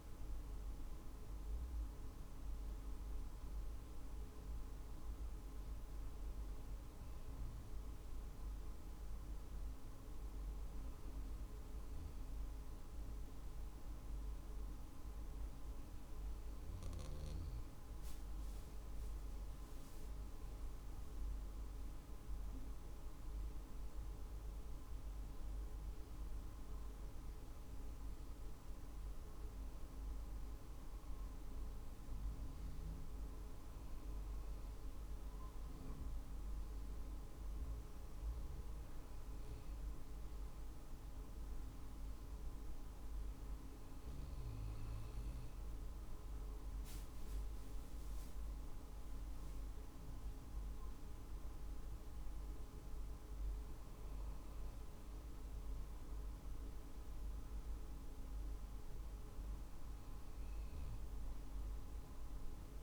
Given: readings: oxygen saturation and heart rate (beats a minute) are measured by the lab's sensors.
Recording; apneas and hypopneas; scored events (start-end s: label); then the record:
breathing in sleep, hard to hear, by a room microphone; 1
0.00-11.00 s: drop in pulse transit time (device-marked, heart rate 49 extreme)
6.00-20.00 s: obstructive apnea (oxygen 97% before, 95% lowest, heart rate 50 before, 49 extreme, up 3 after)
22.00-27.00 s: arousal
25.00-37.00 s: drop in pulse transit time (device-marked, heart rate 50 before, 50 extreme)
From the record:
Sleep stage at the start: N2 (light sleep); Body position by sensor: on the right side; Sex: male